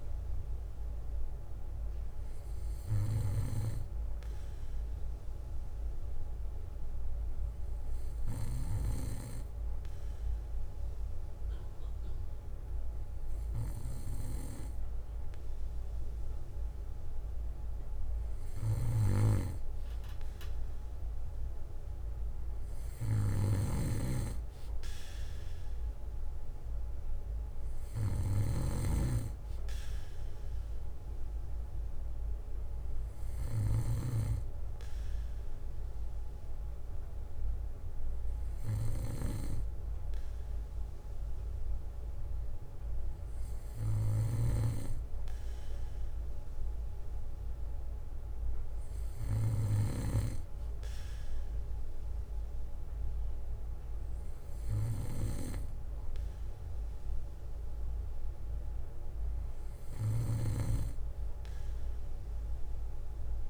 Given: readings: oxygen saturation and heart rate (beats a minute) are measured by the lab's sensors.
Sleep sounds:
breathing in sleep by a room microphone; none
0.50-2.50 s: bradycardia (device-marked, heart rate 60 before, 60 extreme)
4.50-6.50 s: bradycardia (device-marked, heart rate 60 before, 57 extreme)
8.50-12.50 s: bradycardia (device-marked, heart rate 60 before, 58 extreme)
13.50-16.50 s: bradycardia (device-marked, heart rate 60 before, 58 extreme)
18.50-20.50 s: bradycardia (device-marked, heart rate 60 before, 59 extreme)
23.50-29.00 s: snoring (device-marked)
27.50-45.50 s: bradycardia (device-marked, heart rate 60 before, 58 extreme)
From the record:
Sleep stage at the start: N2 (light sleep); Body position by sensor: on the back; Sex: male

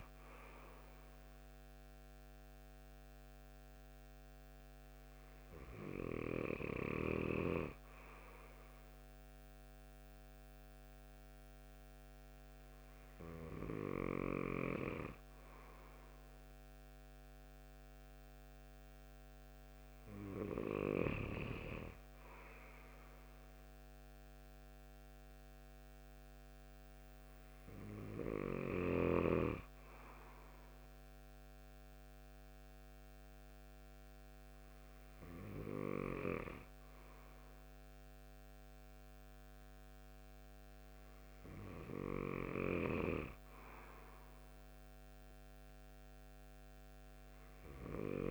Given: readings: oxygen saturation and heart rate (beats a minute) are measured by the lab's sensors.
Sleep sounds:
breathing in sleep by a microphone on the trachea; none
none scored
From the record:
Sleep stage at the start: N2 (light sleep); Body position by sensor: on the right side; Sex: male

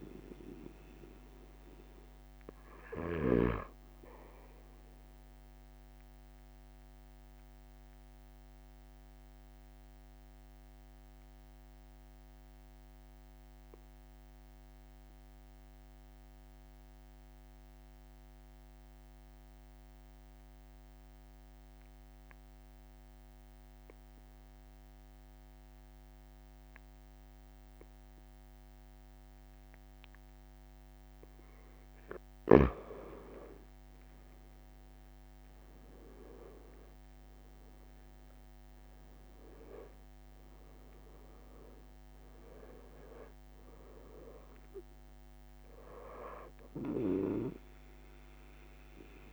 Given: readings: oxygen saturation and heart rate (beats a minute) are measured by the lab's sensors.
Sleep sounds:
breathing in sleep by a microphone on the trachea; 1
1.00-3.50 s: arousal
1.50-3.50 s: long interval between heartbeats (device-marked, heart rate 32 before, 29 extreme)
6.50-31.00 s: obstructive apnea (oxygen 96% before, 91% lowest)
34.00-39.00 s: arousal
35.00-37.00 s: long interval between heartbeats (device-marked, heart rate 46 before, 50 extreme)
37.00-48.00 s: oxygen desaturation (device-marked, oxygen 97% before, 93% lowest, heart rate 47 before, 26 extreme)
42.00-44.00 s: long interval between heartbeats (device-marked, heart rate 44 before, 26 extreme)
45.50-47.50 s: long interval between heartbeats (device-marked, heart rate 41 before, 33 extreme)
From the record:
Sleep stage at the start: N2 (light sleep); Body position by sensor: on the right side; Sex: male

